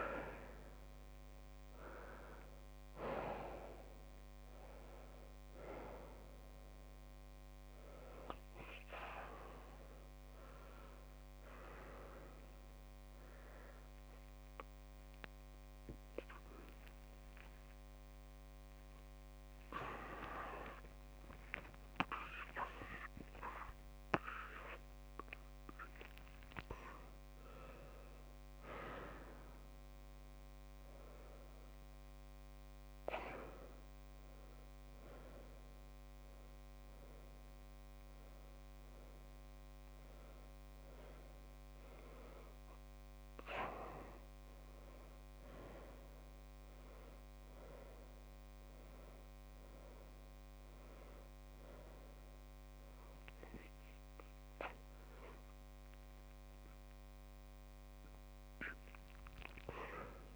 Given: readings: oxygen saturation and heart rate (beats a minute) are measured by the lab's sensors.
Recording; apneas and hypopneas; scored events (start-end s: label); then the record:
a person awake in a sleep study, by a microphone on the trachea; none
none scored
From the record:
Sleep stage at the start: awake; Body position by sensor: on the back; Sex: male